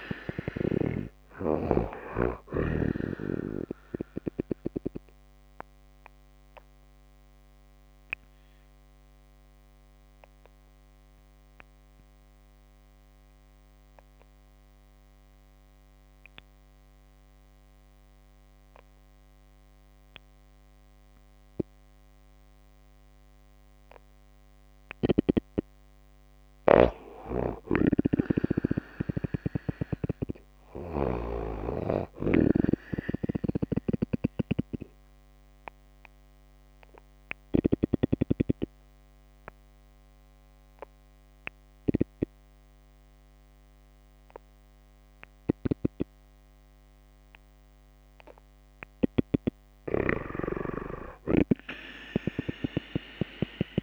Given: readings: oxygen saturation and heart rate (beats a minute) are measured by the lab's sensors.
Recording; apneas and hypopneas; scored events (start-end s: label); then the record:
breathing in sleep by a microphone on the trachea; 2
4.00-24.00 s: obstructive apnea (oxygen 93% before, 88% lowest)
26.00-30.00 s: arousal
33.50-37.50 s: snoring (device-marked)
34.00-48.00 s: obstructive apnea (oxygen 92% before, 88% lowest)
36.50-50.50 s: oxygen desaturation (device-marked, oxygen 92% before, 88% lowest)
48.50-53.83 s: snoring (device-marked)
52.00-53.83 s: arousal
From the record:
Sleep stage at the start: N2 (light sleep); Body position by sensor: on the back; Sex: female